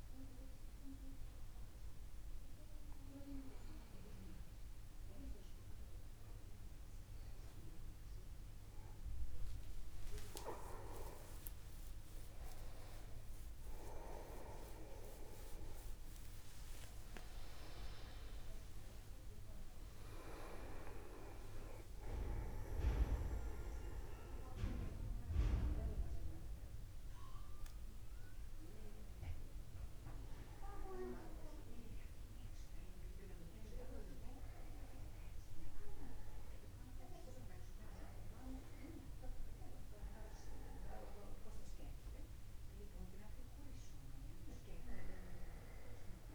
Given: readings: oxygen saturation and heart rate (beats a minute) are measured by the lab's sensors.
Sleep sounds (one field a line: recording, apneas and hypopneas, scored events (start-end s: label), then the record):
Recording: breathing in sleep by a room microphone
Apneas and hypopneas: none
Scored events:
11.00-13.00 s: long interval between heartbeats (device-marked, heart rate 51 before, 77 extreme)
11.00-16.00 s: arousal
13.00-15.00 s: long interval between heartbeats (device-marked, heart rate 54 before, 119 extreme)
15.50-17.50 s: long interval between heartbeats (device-marked, heart rate 65 before, 144 extreme)
21.00-23.00 s: long interval between heartbeats (device-marked, heart rate 84 before, 62 extreme)
44.50-46.35 s: new sleep stage, N2 (light sleep)
From the record:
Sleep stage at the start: N1 (lightest sleep)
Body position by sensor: upright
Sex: male